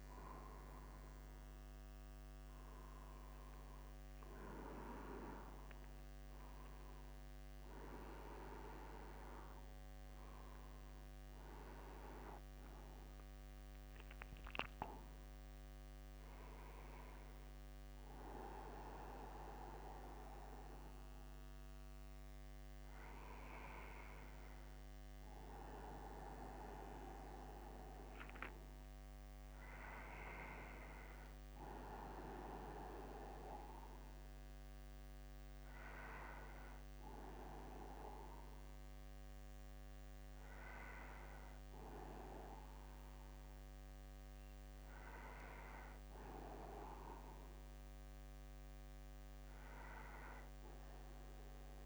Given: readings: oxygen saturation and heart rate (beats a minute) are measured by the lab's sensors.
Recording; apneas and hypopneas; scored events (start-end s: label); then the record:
breathing in sleep by a microphone on the trachea; none
0.00-3.00 s: arousal
1.00-3.00 s: long interval between heartbeats (device-marked, heart rate 53 before, 62 extreme)
38.00-42.50 s: arousal
From the record:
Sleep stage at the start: N2 (light sleep); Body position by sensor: upright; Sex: male